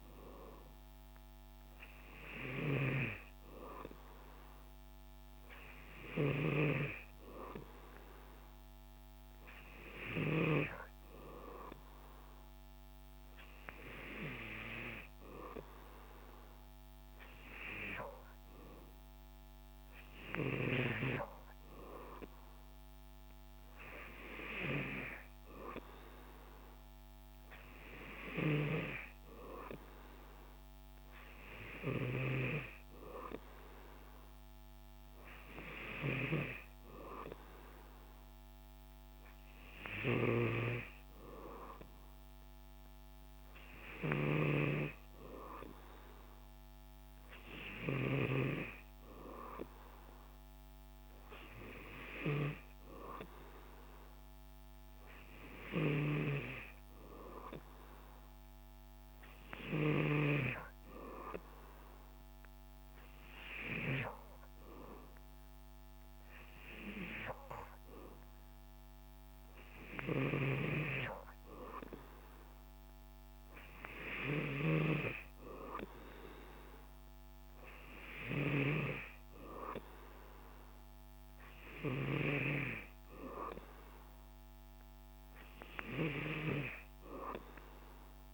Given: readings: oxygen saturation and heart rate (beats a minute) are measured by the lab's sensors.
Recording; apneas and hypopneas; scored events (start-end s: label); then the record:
breathing in sleep by a microphone on the trachea; none
none scored
From the record:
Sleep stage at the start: N3 (deep sleep); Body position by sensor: on the back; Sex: male